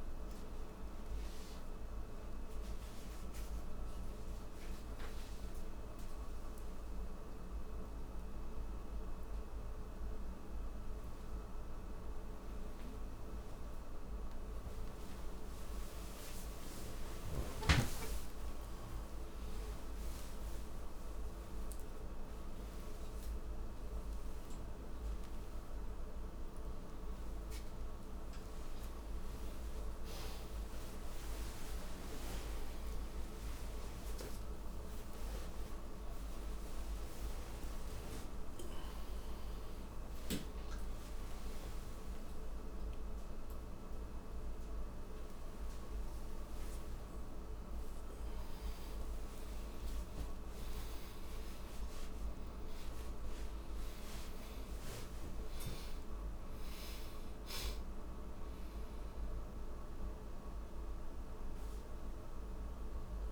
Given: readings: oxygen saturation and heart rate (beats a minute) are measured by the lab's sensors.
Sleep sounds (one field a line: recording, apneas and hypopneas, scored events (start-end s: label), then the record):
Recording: breathing in sleep, hard to hear, by a room microphone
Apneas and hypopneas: none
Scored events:
none scored
From the record:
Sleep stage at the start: N3 (deep sleep)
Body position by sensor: on the back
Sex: male